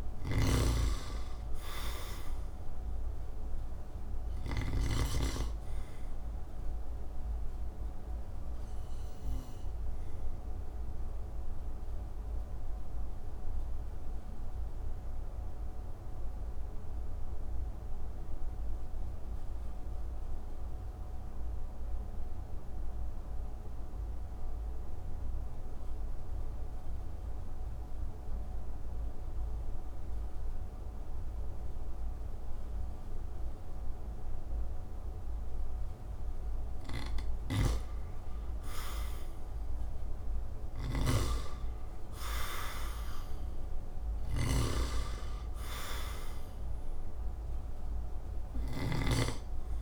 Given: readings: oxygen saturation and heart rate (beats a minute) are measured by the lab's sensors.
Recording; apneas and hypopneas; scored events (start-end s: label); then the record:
breathing in sleep by a room microphone; 1
0.00-4.50 s: snoring (device-marked)
0.00-23.50 s: oxygen desaturation (device-marked, oxygen 80% lowest)
9.50-36.50 s: mixed apnea (oxygen 98% before, 80% lowest)
37.00-48.50 s: snoring (device-marked)
38.50-49.82 s: oxygen desaturation (device-marked, oxygen 97% before, 82% lowest)
39.50-43.50 s: arousal
From the record:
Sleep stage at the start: N2 (light sleep); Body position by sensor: on the back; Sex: male